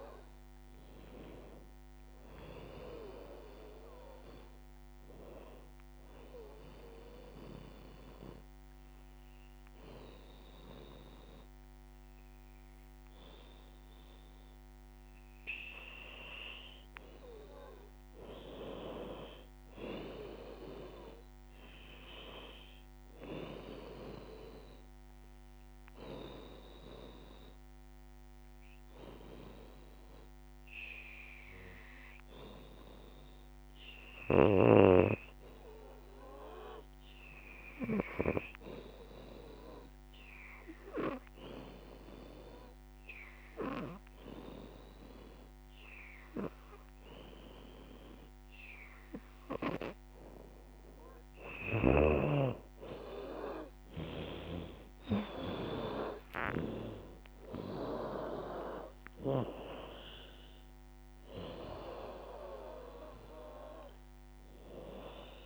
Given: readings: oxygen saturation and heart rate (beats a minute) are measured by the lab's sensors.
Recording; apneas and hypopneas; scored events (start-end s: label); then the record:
breathing in sleep by a microphone on the trachea; 3
0.00-13.00 s: oxygen desaturation (device-marked, oxygen 89% lowest, heart rate 70 extreme)
5.50-16.00 s: obstructive apnea (oxygen 96% before, 86% lowest, heart rate 82 before, 70 extreme, up 14 after)
17.50-21.00 s: arousal
24.00-33.00 s: oxygen desaturation (device-marked, oxygen 95% before, 89% lowest, heart rate 79 before, 70 extreme)
24.50-34.50 s: obstructive apnea (oxygen 95% before, 86% lowest, heart rate 79 before, 70 extreme, up 10 after)
36.00-39.00 s: arousal
41.50-52.00 s: obstructive apnea (oxygen 95% before, 86% lowest, heart rate 79 before, 73 extreme, up 18 after)
43.00-65.46 s: oxygen desaturation (device-marked, oxygen 94% before, 86% lowest, heart rate 78 before, 73 extreme)
54.00-65.46 s: drop in pulse transit time (device-marked, heart rate 76 before, 79 extreme)
55.50-59.50 s: arousal
From the record:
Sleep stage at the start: N2 (light sleep); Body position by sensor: on the back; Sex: female